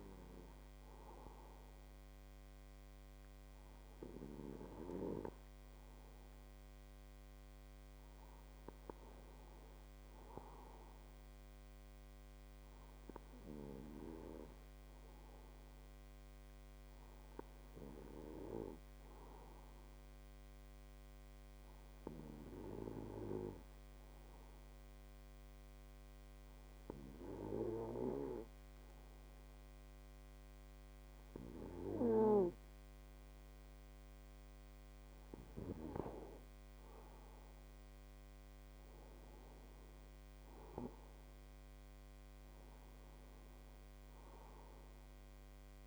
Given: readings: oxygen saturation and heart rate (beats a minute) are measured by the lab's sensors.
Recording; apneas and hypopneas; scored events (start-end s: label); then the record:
breathing in sleep by a microphone on the trachea; 1
14.50-34.00 s: hypopnea (oxygen 96% before, 94% lowest)
37.00-41.00 s: arousal
From the record:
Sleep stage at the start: N2 (light sleep); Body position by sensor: on the right side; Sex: male